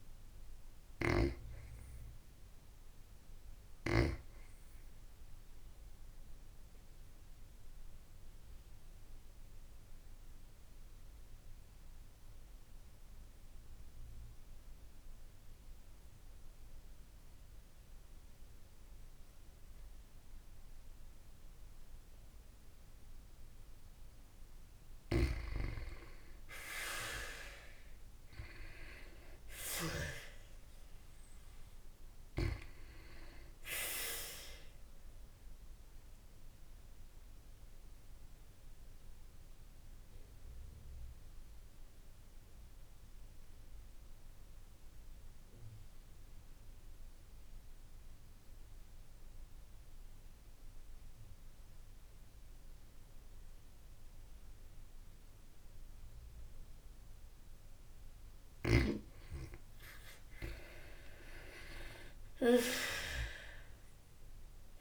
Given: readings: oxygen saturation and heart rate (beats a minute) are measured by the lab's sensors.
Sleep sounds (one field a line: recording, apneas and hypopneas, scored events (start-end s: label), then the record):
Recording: breathing in sleep by a room microphone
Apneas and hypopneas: 2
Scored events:
0.00-6.50 s: oxygen desaturation (device-marked, oxygen 87% lowest, heart rate 55 extreme)
5.50-23.50 s: obstructive apnea (oxygen 96% before, 86% lowest, heart rate 88 before, 54 extreme, up 51 after)
26.00-28.00 s: arousal
36.00-57.50 s: obstructive apnea (oxygen 97% before, 86% lowest, heart rate 81 before, 54 extreme, up 4 after)
45.50-60.50 s: oxygen desaturation (device-marked, oxygen 96% before, 91% lowest, heart rate 74 before, 54 extreme)
62.50-64.81 s: arousal
62.50-64.81 s: oxygen desaturation (device-marked, oxygen 95% before, 86% lowest, heart rate 55 before, 52 extreme)
From the record:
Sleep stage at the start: N2 (light sleep)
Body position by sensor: on the back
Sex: female